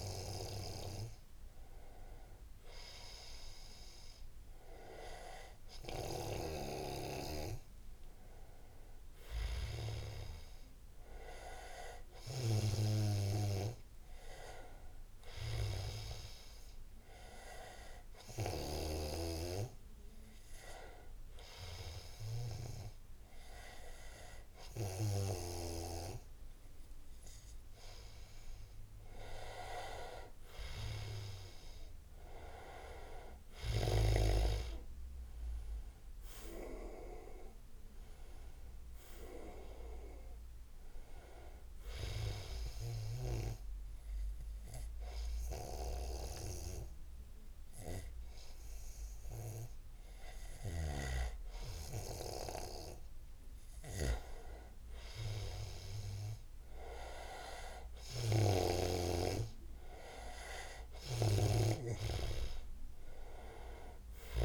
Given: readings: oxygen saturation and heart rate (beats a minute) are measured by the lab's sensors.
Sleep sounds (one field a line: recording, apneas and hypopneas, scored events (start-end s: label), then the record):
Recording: breathing in sleep by a room microphone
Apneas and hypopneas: 2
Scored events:
9.50-13.00 s: arousal
13.50-64.45 s: new sleep stage, N2 (light sleep)
17.50-28.50 s: hypopnea (oxygen 96% before, 93% lowest, heart rate 82 before, 72 extreme, up 5 after)
31.00-34.00 s: arousal
43.00-54.00 s: hypopnea (oxygen 96% before, 91% lowest, heart rate 79 before, 74 extreme, up 7 after)
57.00-61.00 s: arousal
58.00-64.45 s: snoring (device-marked)
From the record:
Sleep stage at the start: N1 (lightest sleep)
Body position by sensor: on the right side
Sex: male